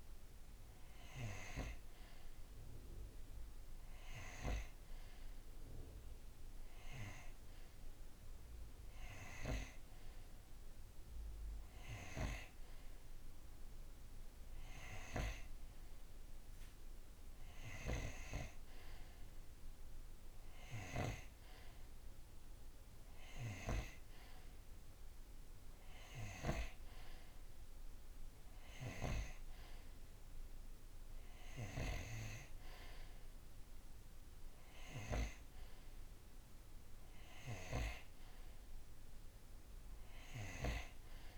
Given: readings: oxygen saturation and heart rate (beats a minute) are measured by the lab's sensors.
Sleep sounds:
breathing in sleep by a room microphone; none
none scored
From the record:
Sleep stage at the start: N2 (light sleep); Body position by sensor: on the right side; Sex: male

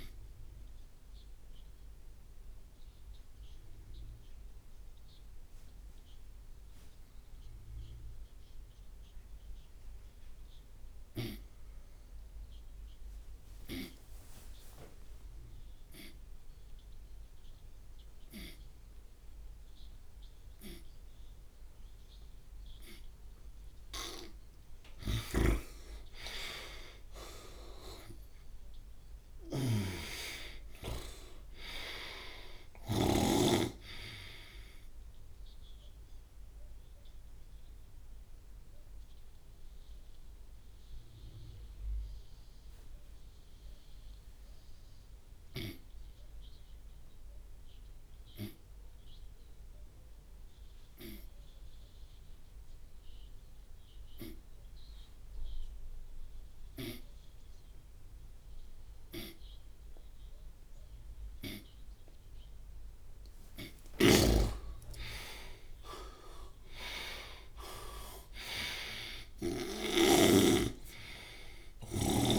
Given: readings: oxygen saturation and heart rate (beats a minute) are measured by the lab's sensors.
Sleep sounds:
breathing in sleep by a room microphone; 2
0.00-16.50 s: oxygen desaturation (device-marked, oxygen 87% lowest)
1.50-22.50 s: obstructive apnea (oxygen 100% before, 85% lowest)
24.50-29.00 s: arousal
25.50-33.50 s: snoring (device-marked)
38.00-62.50 s: obstructive apnea (oxygen 97% before, 85% lowest)
46.50-59.50 s: oxygen desaturation (device-marked, oxygen 97% before, 85% lowest)
64.00-70.50 s: snoring (device-marked)
65.50-70.50 s: arousal
From the record:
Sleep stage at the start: N2 (light sleep); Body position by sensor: on the right side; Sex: male

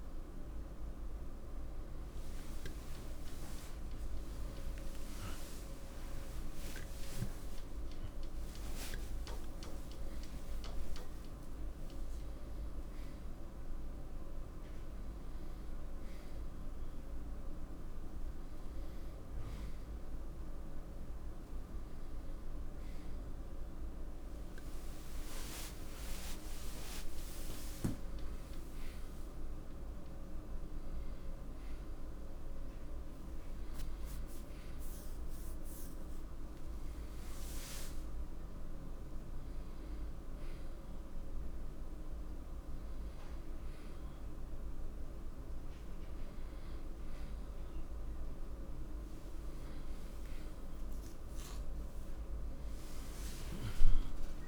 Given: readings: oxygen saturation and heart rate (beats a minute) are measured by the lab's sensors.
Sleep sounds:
a person awake in a sleep study, hard to hear, by a room microphone; none
5.50-13.50 s: oxygen desaturation (device-marked, oxygen 96% before, 92% lowest, heart rate 105 before, 78 extreme)
24.50-43.50 s: oxygen desaturation (device-marked, oxygen 96% before, 90% lowest, heart rate 95 before, 62 extreme)
38.50-54.48 s: new sleep stage, N1 (lightest sleep)
From the record:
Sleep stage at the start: awake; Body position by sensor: on the right side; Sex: male

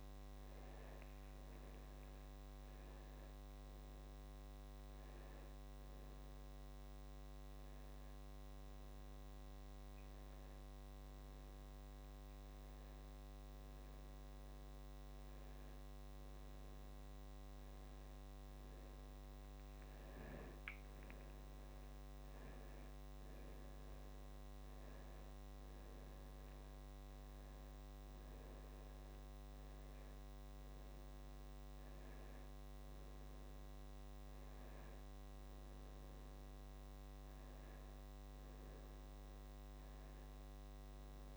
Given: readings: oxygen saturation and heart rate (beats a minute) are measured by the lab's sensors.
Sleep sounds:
a person awake in a sleep study, hard to hear, by a microphone on the trachea; none
none scored
From the record:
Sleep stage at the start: awake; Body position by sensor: on the back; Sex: male

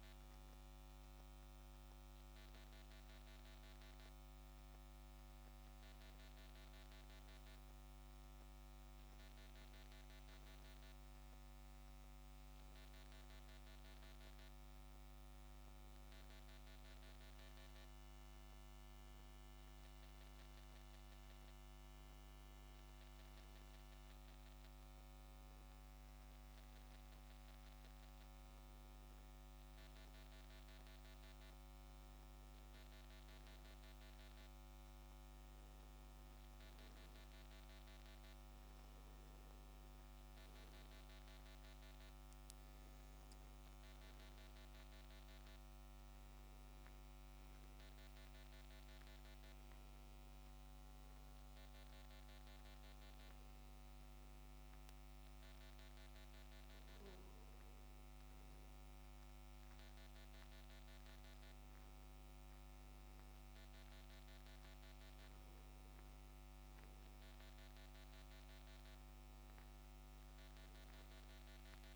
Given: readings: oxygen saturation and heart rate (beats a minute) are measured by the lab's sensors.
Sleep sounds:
breathing in sleep, hard to hear, by a microphone on the trachea; none
none scored
From the record:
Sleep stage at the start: N1 (lightest sleep); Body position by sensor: on the back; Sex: male

